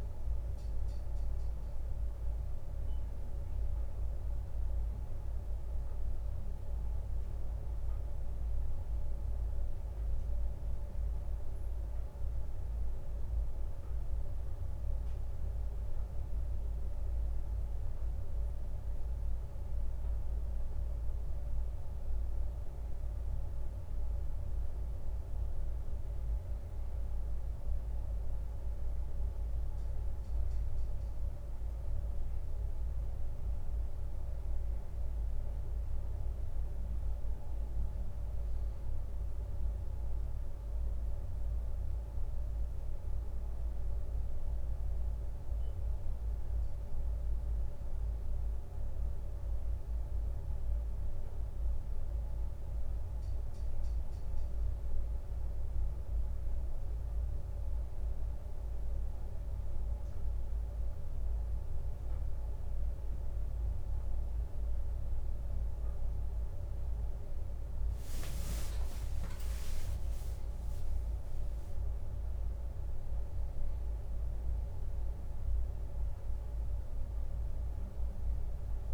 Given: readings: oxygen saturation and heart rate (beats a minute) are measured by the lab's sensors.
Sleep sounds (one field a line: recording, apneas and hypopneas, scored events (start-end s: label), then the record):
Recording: breathing in sleep, hard to hear, by a room microphone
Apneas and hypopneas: none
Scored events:
68.00-72.00 s: leg movement (device-marked)
73.50-78.94 s: new sleep stage, awake
From the record:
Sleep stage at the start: N1 (lightest sleep)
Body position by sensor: on the right side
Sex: male